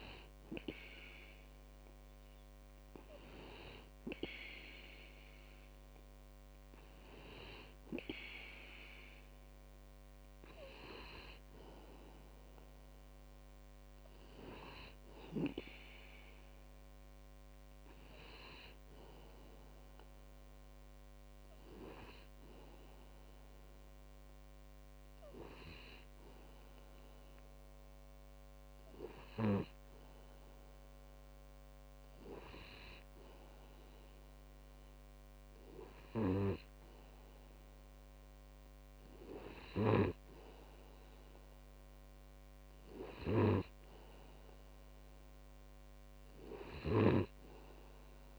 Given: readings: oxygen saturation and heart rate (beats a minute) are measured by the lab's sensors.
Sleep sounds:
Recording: breathing in sleep by a microphone on the trachea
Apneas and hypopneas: none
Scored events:
none scored
From the record:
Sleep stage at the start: N2 (light sleep)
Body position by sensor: on the back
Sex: male

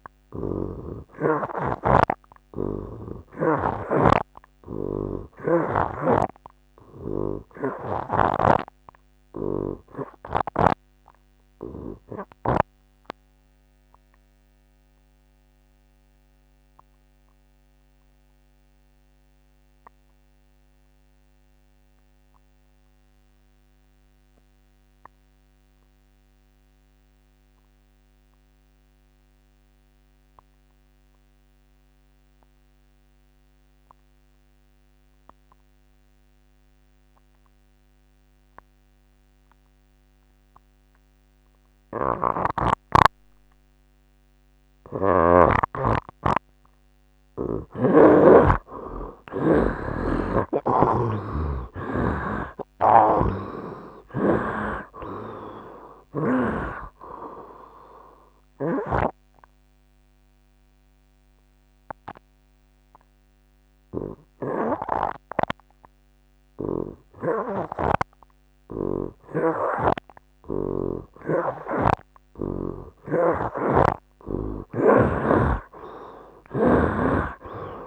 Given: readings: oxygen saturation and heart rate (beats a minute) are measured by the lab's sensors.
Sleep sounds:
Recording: breathing in sleep by a microphone on the trachea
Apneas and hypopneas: 2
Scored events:
0.00-2.00 s: snoring (device-marked)
0.00-3.00 s: arousal
4.50-6.50 s: long interval between heartbeats (device-marked, heart rate 78 before, 84 extreme)
6.50-8.50 s: long interval between heartbeats (device-marked, heart rate 79 before, 84 extreme)
11.50-47.00 s: obstructive apnea (heart rate 81 before, 68 extreme, up 22 after)
13.00-76.00 s: oxygen desaturation (device-marked, heart rate 82 before, 68 extreme)
13.50-15.50 s: long interval between heartbeats (device-marked, heart rate 82 before, 84 extreme)
16.50-18.50 s: long interval between heartbeats (device-marked, heart rate 83 before, 80 extreme)
50.00-59.00 s: snoring (device-marked)
50.50-55.50 s: arousal
55.00-57.00 s: tachycardia (device-marked, heart rate 82 before, 100 extreme)
58.00-72.00 s: obstructive apnea (heart rate 83 before, 76 extreme, up 9 after)
73.00-77.87 s: snoring (device-marked)
76.00-77.87 s: arousal
From the record:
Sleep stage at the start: N2 (light sleep)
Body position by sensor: on the right side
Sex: male

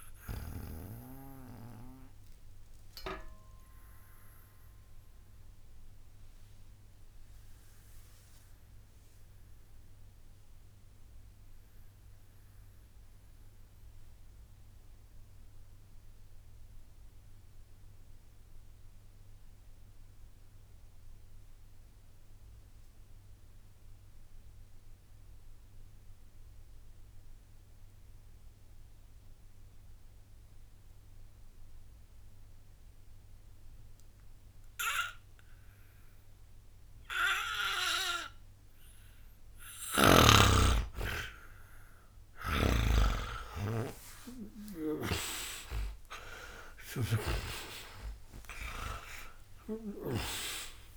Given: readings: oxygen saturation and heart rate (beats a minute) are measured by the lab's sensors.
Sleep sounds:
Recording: breathing in sleep by a room microphone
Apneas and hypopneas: 1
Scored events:
0.00-16.00 s: oxygen desaturation (device-marked, oxygen 87% lowest, heart rate 60 extreme)
1.50-38.00 s: obstructive apnea (oxygen 98% before, 80% lowest, heart rate 69 before, 60 extreme, up 27 after)
36.00-50.97 s: oxygen desaturation (device-marked, oxygen 98% before, 80% lowest, heart rate 61 before, 60 extreme)
40.50-45.00 s: arousal
42.00-50.97 s: snoring (device-marked)
From the record:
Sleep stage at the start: N2 (light sleep)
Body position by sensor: on the back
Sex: male

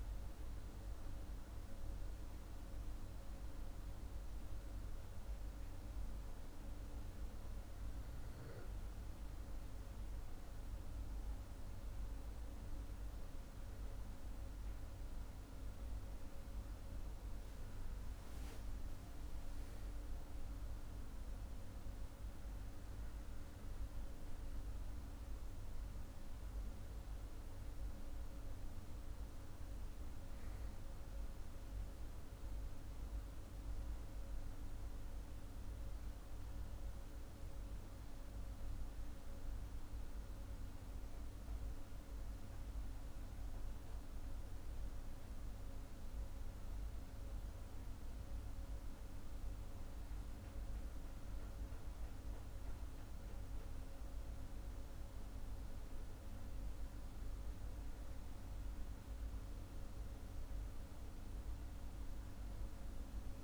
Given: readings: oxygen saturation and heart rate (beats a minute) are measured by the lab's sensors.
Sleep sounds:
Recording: breathing in sleep, hard to hear, by a room microphone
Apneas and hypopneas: none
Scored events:
none scored
From the record:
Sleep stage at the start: N2 (light sleep)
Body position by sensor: on the back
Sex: male

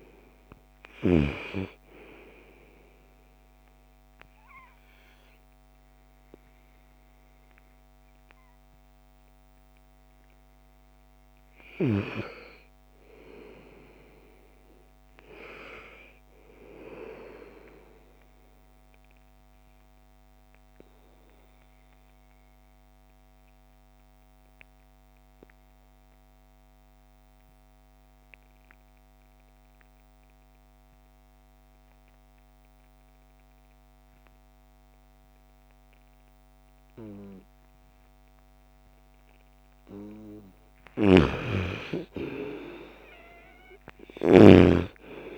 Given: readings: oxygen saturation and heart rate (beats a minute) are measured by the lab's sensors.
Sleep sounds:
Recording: breathing in sleep by a microphone on the trachea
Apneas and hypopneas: 1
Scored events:
0.00-14.50 s: oxygen desaturation (device-marked, oxygen 85% lowest, heart rate 47 extreme)
18.00-39.50 s: obstructive apnea (oxygen 99% before, 87% lowest, heart rate 66 before, 38 extreme, up 13 after)
39.50-45.38 s: oxygen desaturation (device-marked, oxygen 98% before, 87% lowest, heart rate 58 before, 47 extreme)
40.00-44.00 s: snoring (device-marked)
41.00-44.50 s: arousal
From the record:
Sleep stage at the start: N2 (light sleep)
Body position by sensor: on the right side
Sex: female

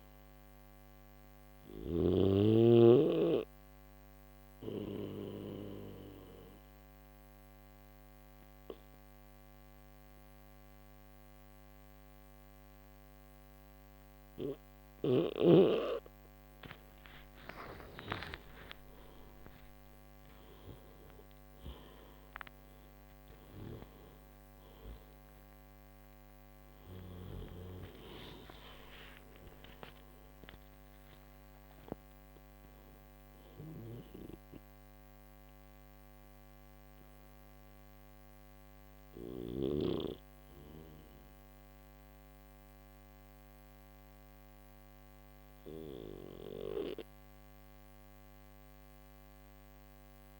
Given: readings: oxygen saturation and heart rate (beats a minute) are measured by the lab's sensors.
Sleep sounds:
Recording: breathing in sleep by a microphone on the trachea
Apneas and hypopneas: none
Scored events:
0.00-1.50 s: snoring (device-marked)
33.00-39.00 s: snoring (device-marked)
From the record:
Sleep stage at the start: N3 (deep sleep)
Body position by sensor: on the back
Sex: male

